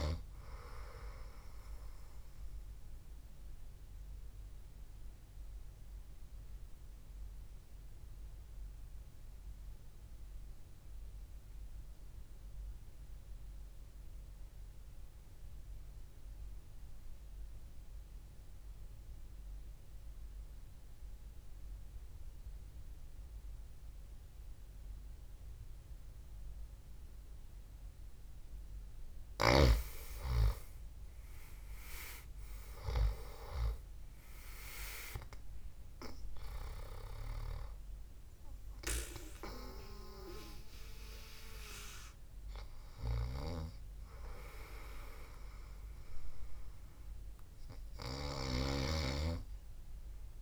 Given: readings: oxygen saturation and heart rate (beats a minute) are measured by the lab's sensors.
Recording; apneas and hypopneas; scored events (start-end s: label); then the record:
breathing in sleep by a room microphone; 1
0.00-16.50 s: oxygen desaturation (device-marked, oxygen 90% lowest, heart rate 58 extreme)
3.00-30.00 s: obstructive apnea (oxygen 99% before, 89% lowest, heart rate 66 before, 58 extreme, up 3 after)
29.50-50.42 s: oxygen desaturation (device-marked, oxygen 98% before, 89% lowest, heart rate 68 before, 58 extreme)
31.00-34.50 s: arousal
From the record:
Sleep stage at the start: N2 (light sleep); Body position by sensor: on the back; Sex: male